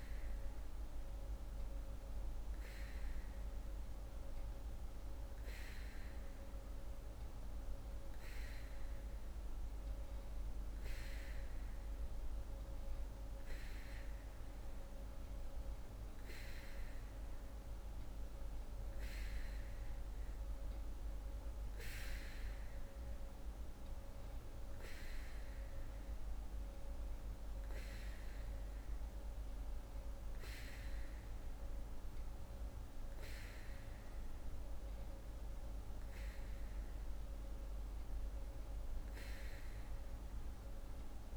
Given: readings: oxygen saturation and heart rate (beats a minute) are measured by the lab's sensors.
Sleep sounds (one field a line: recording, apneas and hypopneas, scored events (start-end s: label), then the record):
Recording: breathing in sleep, hard to hear, by a room microphone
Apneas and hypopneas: none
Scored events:
28.00-41.37 s: new sleep stage, N2 (light sleep)
From the record:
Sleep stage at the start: N3 (deep sleep)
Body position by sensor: on the back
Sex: female